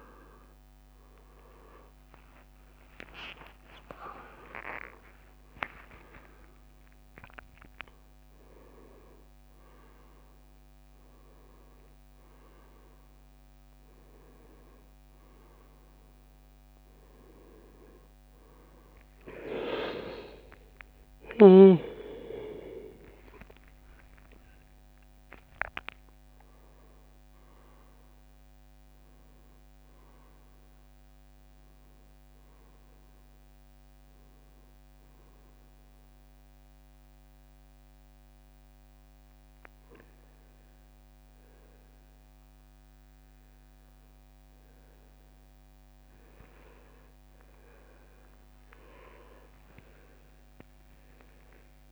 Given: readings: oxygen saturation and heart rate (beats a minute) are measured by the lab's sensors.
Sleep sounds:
a person partly awake in a sleep study, by a microphone on the trachea; 1
1.50-6.50 s: leg movement (device-marked)
6.50-51.92 s: new sleep stage, N1 (lightest sleep)
23.00-27.50 s: leg movement (device-marked)
23.50-34.50 s: drop in pulse transit time (device-marked, heart rate 67 before, 64 extreme)
33.00-43.00 s: hypopnea (oxygen 98% before, 92% lowest, heart rate 69 before, 61 extreme, up 23 after)
46.00-50.50 s: arousal
46.00-51.92 s: leg movement (device-marked)
48.50-50.50 s: long interval between heartbeats (device-marked, heart rate 65 before, 83 extreme)
From the record:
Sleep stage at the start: awake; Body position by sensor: on the right side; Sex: male

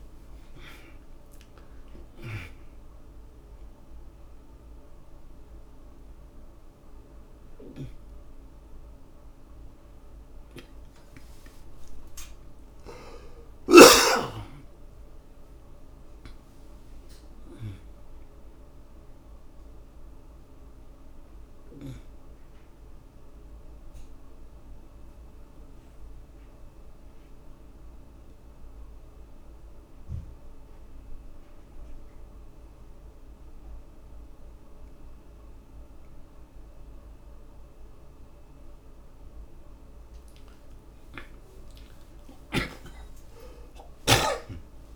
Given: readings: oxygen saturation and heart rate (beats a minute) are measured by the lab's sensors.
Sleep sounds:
breathing in sleep by a room microphone; 1
0.00-1.50 s: arousal
1.00-23.00 s: oxygen desaturation (device-marked, oxygen 91% before, 70% lowest)
11.50-17.00 s: arousal
20.00-39.50 s: obstructive apnea (oxygen 91% before, 67% lowest, heart rate 72 before, 47 extreme)
41.00-44.96 s: arousal
From the record:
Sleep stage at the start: N2 (light sleep); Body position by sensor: on the back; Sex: male

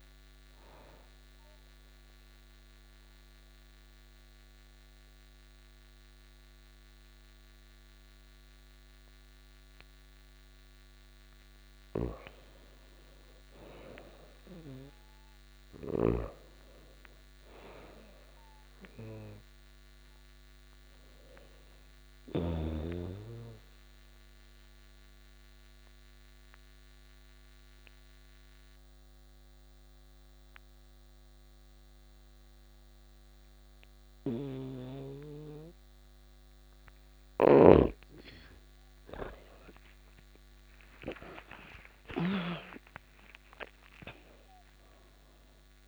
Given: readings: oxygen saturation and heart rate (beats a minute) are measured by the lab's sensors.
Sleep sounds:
breathing in sleep by a microphone on the trachea; 2
0.00-10.50 s: oxygen desaturation (device-marked, oxygen 88% lowest)
0.50-10.50 s: mixed apnea (oxygen 98% before, 88% lowest)
21.50-31.50 s: oxygen desaturation (device-marked, oxygen 98% before, 91% lowest)
22.50-37.00 s: obstructive apnea (oxygen 98% before, 88% lowest)
33.50-41.50 s: snoring (device-marked)
39.00-42.50 s: arousal
44.50-45.88 s: oxygen desaturation (device-marked, oxygen 97% before, 88% lowest)
From the record:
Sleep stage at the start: N2 (light sleep); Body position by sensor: on the back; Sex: female

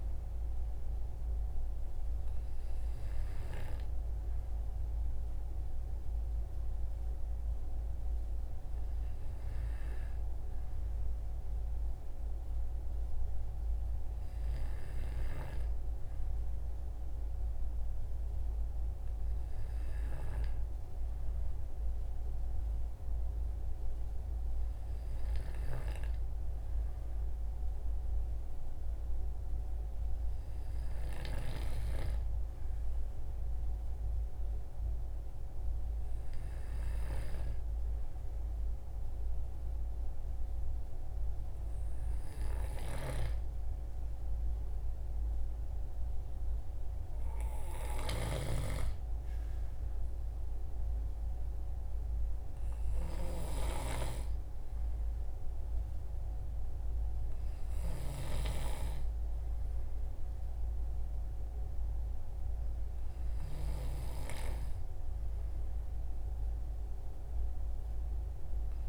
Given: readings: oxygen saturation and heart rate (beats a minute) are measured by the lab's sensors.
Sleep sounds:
breathing in sleep by a room microphone; none
none scored
From the record:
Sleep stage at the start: N2 (light sleep); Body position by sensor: on the right side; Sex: male

